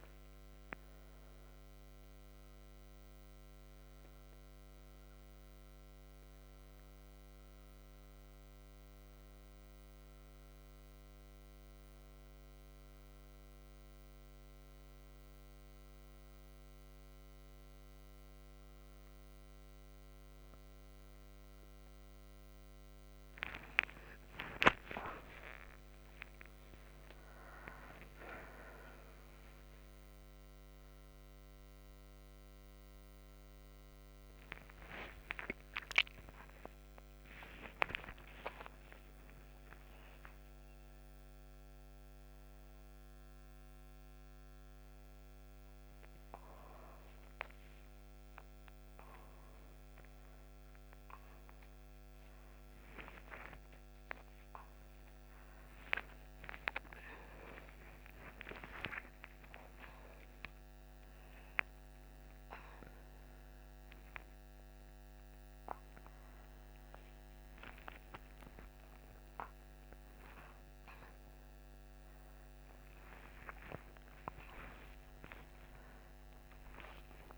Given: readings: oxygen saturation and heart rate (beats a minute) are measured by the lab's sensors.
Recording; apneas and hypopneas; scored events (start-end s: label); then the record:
a person awake in a sleep study, by a microphone on the trachea; none
none scored
From the record:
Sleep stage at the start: awake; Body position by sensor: on the right side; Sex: female